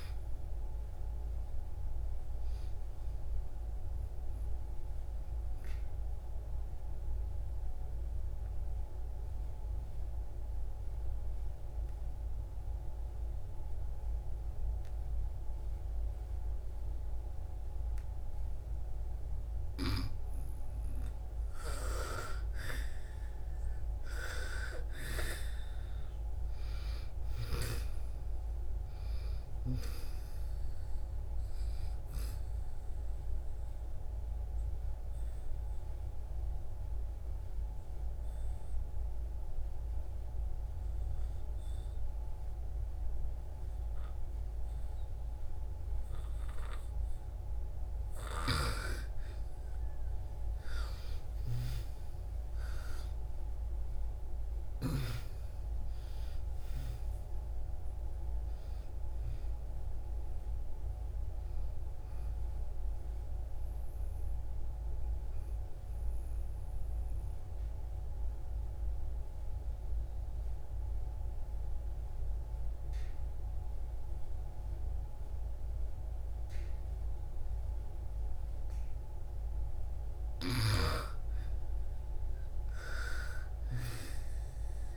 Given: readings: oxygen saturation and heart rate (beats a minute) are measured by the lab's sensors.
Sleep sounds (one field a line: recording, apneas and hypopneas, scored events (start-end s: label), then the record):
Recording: breathing in sleep by a room microphone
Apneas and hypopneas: 3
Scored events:
0.00-1.50 s: arousal
0.00-19.00 s: oxygen desaturation (device-marked, oxygen 91% lowest)
5.50-19.00 s: obstructive apnea (oxygen 96% before, 88% lowest)
21.00-25.50 s: arousal
21.00-40.00 s: oxygen desaturation (device-marked, oxygen 98% before, 89% lowest)
31.50-46.50 s: obstructive apnea (oxygen 98% before, 88% lowest)
51.50-55.50 s: arousal
54.00-73.00 s: oxygen desaturation (device-marked, oxygen 97% before, 88% lowest)
63.00-80.00 s: obstructive apnea (oxygen 97% before, 84% lowest)
82.00-84.97 s: arousal
From the record:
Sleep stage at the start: N2 (light sleep)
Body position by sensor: on the back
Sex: female